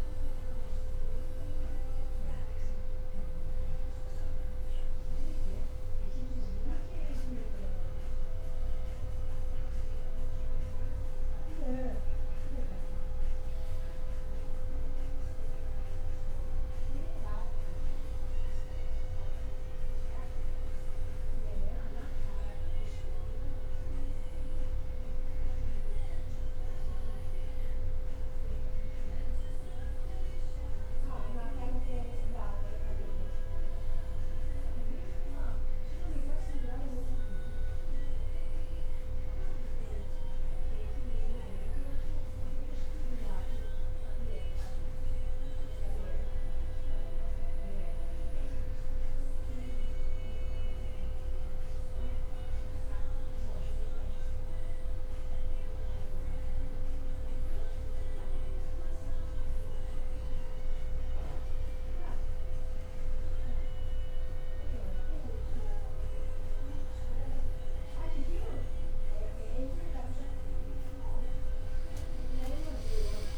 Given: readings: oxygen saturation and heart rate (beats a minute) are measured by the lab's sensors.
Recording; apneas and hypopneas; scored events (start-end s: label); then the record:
breathing in sleep, hard to hear, by a room microphone; none
71.50-73.37 s: leg movement (device-marked)
From the record:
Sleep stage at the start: N1 (lightest sleep); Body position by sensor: on the back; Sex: male